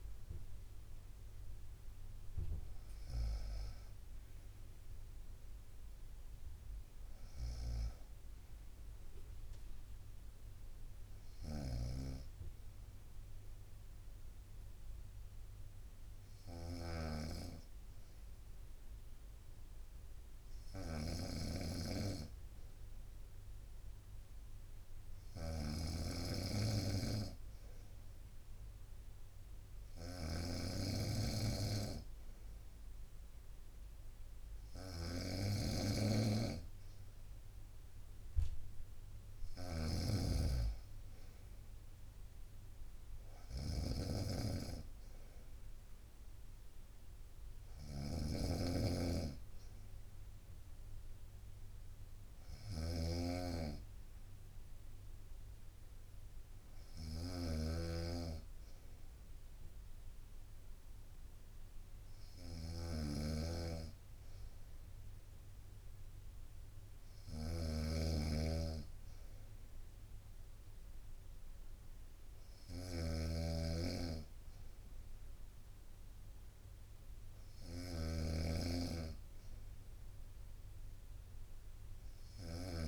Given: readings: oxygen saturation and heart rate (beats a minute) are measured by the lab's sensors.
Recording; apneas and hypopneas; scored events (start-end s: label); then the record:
breathing in sleep by a room microphone; none
7.00-82.88 s: snoring (device-marked)
From the record:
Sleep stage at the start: N2 (light sleep); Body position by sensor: on the right side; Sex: female